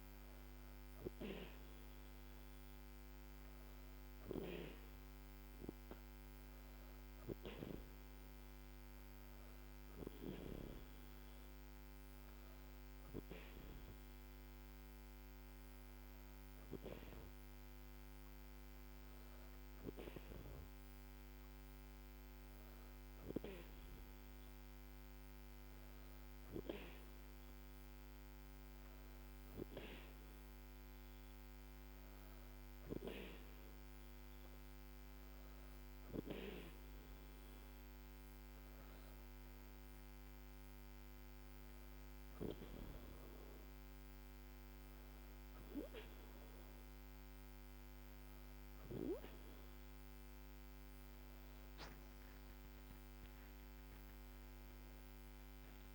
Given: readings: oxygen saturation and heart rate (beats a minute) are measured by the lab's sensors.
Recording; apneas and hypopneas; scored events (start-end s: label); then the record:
breathing in sleep by a microphone on the trachea; none
52.00-55.95 s: arousal
From the record:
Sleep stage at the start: N2 (light sleep); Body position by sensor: on the back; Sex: female